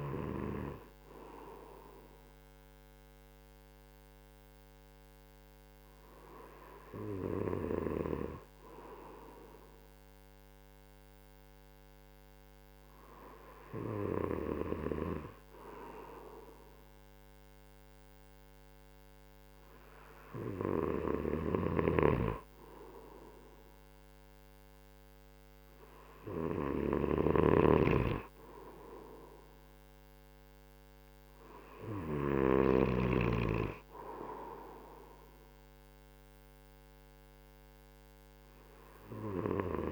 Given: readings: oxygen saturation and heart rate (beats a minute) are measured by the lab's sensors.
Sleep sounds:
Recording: breathing in sleep by a microphone on the trachea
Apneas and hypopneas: 1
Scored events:
4.50-21.00 s: hypopnea (oxygen 96% before, 95% lowest)
21.50-33.00 s: snoring (device-marked)
22.50-26.50 s: arousal
From the record:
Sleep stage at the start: N2 (light sleep)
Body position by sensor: on the right side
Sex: male

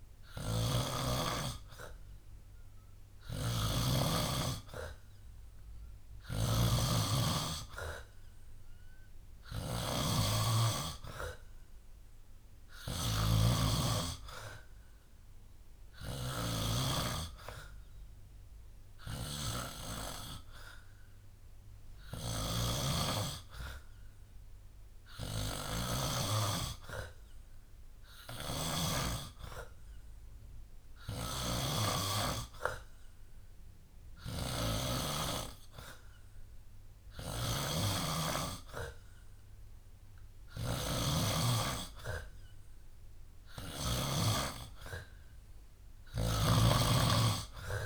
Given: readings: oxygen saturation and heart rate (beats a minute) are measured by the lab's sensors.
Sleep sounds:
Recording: breathing in sleep by a room microphone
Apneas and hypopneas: none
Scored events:
0.00-26.00 s: snoring (device-marked)
3.50-5.50 s: long interval between heartbeats (device-marked, heart rate 69 before, 64 extreme)
28.00-35.00 s: snoring (device-marked)
37.00-44.00 s: snoring (device-marked)
46.00-47.86 s: snoring (device-marked)
From the record:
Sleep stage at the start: N2 (light sleep)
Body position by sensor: on the back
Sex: male

